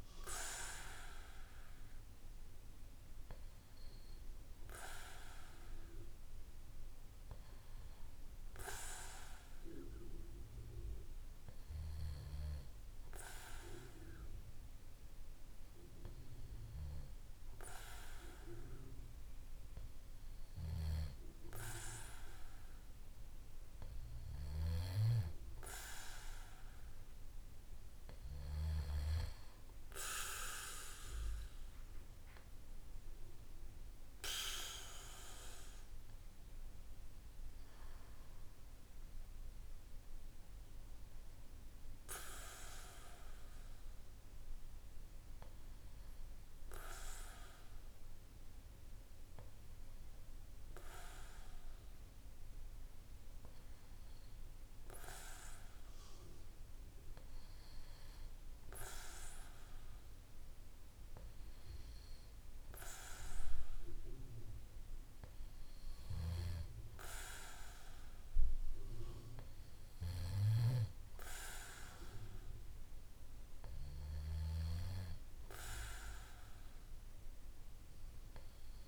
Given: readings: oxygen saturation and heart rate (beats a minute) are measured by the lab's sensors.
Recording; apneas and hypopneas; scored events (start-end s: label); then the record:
breathing in sleep by a room microphone; none
none scored
From the record:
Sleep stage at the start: N2 (light sleep); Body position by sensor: on the back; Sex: male